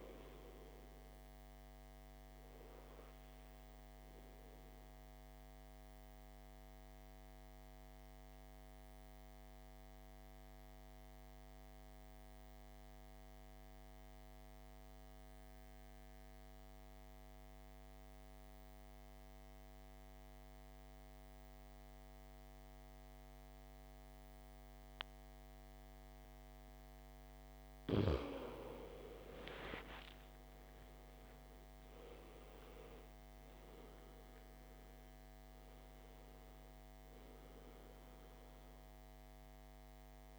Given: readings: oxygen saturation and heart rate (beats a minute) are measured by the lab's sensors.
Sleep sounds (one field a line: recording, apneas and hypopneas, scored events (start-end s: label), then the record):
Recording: breathing in sleep by a microphone on the trachea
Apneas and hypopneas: 1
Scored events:
0.50-22.50 s: oxygen desaturation (device-marked, oxygen 97% before, 85% lowest, heart rate 57 before, 50 extreme)
4.50-28.00 s: central apnea (oxygen 98% before, 85% lowest, heart rate 57 before, 50 extreme, up 13 after)
29.50-33.50 s: arousal
From the record:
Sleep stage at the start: N2 (light sleep)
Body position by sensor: on the back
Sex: male